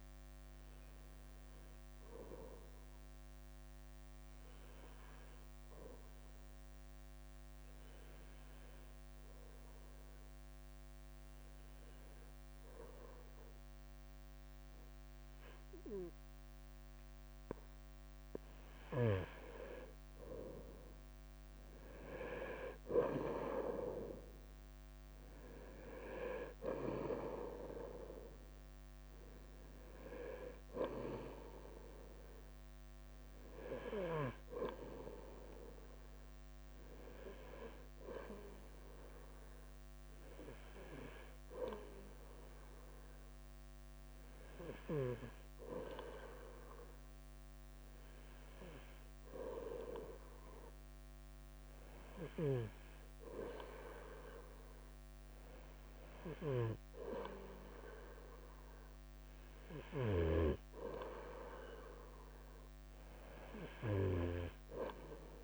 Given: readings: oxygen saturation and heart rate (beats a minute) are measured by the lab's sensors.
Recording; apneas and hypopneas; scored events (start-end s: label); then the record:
breathing in sleep by a microphone on the trachea; 2
0.00-65.44 s: bradycardia (device-marked, heart rate 48 extreme)
2.50-18.50 s: obstructive apnea (oxygen 95% before, 91% lowest, heart rate 55 before, 49 extreme, up 4 after)
21.50-25.50 s: arousal
39.50-50.50 s: oxygen desaturation (device-marked, oxygen 95% before, 91% lowest, heart rate 54 before, 49 extreme)
42.50-58.00 s: hypopnea (oxygen 96% before, 91% lowest, heart rate 53 before, 49 extreme)
61.00-64.50 s: arousal
From the record:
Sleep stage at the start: N2 (light sleep); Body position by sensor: on the right side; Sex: male